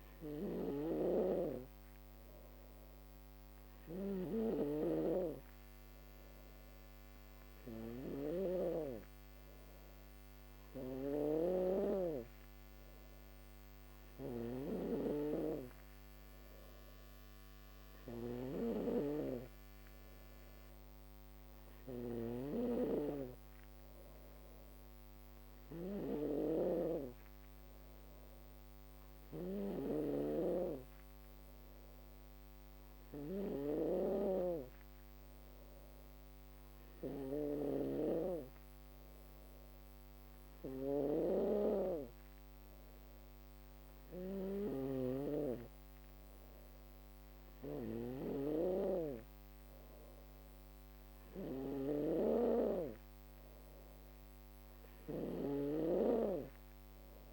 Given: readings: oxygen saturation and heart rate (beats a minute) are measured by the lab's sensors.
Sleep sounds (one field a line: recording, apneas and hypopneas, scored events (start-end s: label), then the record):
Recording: breathing in sleep by a microphone on the trachea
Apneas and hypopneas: none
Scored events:
0.00-57.33 s: snoring (device-marked)
40.50-52.50 s: drop in pulse transit time (device-marked, heart rate 64 before, 64 extreme)
From the record:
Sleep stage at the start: N2 (light sleep)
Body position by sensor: on the back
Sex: female